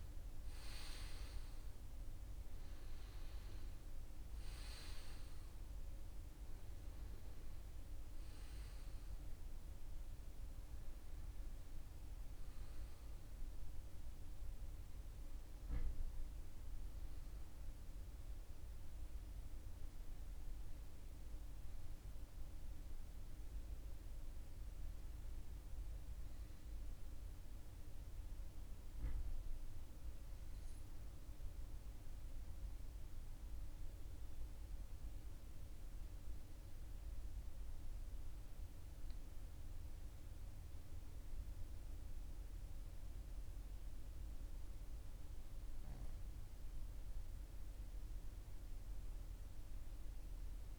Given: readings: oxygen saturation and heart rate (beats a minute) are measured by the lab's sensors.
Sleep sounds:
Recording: breathing in sleep, hard to hear, by a room microphone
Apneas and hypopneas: none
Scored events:
0.00-31.50 s: oxygen desaturation (device-marked, oxygen 82% lowest, heart rate 42 extreme)
38.50-43.00 s: arousal
From the record:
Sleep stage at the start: N2 (light sleep)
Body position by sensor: on the right side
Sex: male

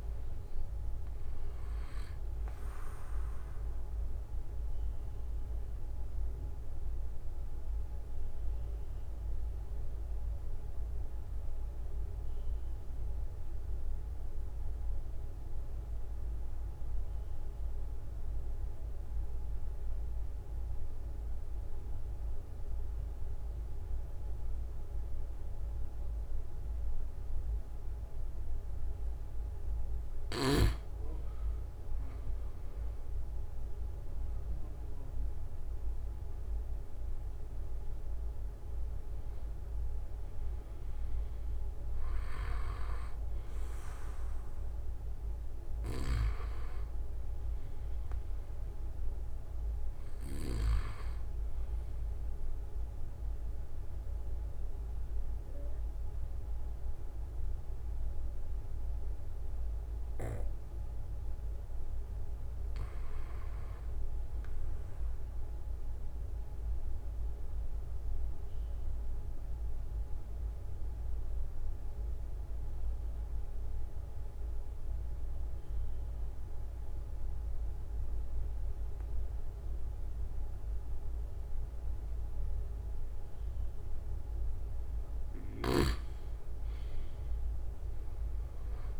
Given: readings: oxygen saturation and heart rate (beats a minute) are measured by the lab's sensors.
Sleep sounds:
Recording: breathing in sleep by a room microphone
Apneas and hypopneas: 2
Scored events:
0.00-18.50 s: oxygen desaturation (device-marked, oxygen 91% lowest)
3.00-5.00 s: long interval between heartbeats (device-marked, heart rate 38 before, 38 extreme)
3.00-29.00 s: obstructive apnea (oxygen 97% before, 91% lowest)
9.50-11.50 s: long interval between heartbeats (device-marked, heart rate 37 before, 46 extreme)
32.00-34.00 s: long interval between heartbeats (device-marked, heart rate 43 before, 62 extreme)
32.00-36.50 s: arousal
62.00-64.00 s: long interval between heartbeats (device-marked)
65.50-83.50 s: obstructive apnea (oxygen 96% before, 91% lowest)
85.00-87.00 s: long interval between heartbeats (device-marked, heart rate 42 before, 47 extreme)
88.00-89.00 s: arousal
From the record:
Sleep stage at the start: N2 (light sleep)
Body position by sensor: on the right side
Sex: male

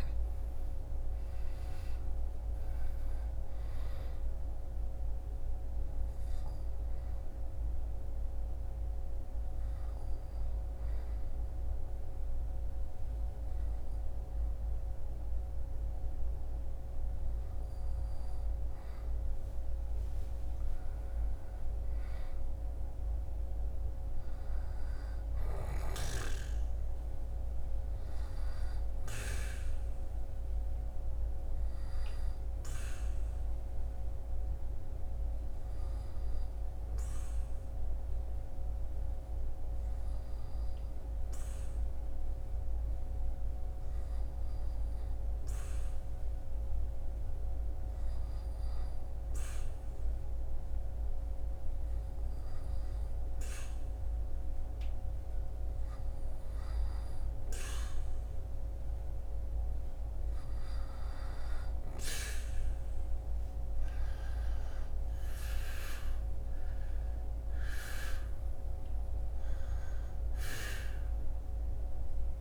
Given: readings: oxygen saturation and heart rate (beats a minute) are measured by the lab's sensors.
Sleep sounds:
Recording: breathing in sleep, hard to hear, by a room microphone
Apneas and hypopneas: 2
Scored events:
5.00-17.50 s: obstructive apnea (oxygen 98% before, 95% lowest, heart rate 67 before, 58 extreme, up 14 after)
20.50-25.00 s: arousal
31.00-59.00 s: obstructive apnea (oxygen 98% before, 94% lowest, heart rate 65 before, 61 extreme, up 7 after)
63.00-67.00 s: arousal
67.00-72.41 s: oxygen desaturation (device-marked, oxygen 97% before, 94% lowest, heart rate 65 before, 61 extreme)
From the record:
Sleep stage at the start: N2 (light sleep)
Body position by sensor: on the back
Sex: male

